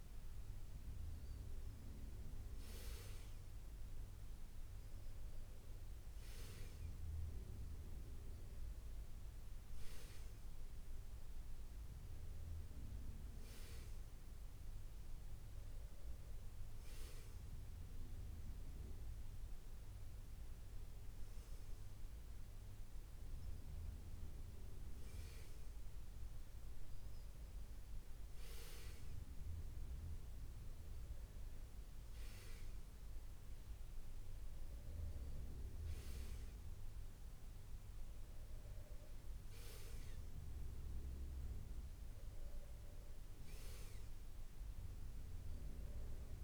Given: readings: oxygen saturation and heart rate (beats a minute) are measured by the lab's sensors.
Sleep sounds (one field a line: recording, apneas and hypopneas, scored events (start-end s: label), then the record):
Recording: breathing in sleep by a room microphone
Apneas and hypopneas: none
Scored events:
none scored
From the record:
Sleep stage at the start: N2 (light sleep)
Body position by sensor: on the back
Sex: male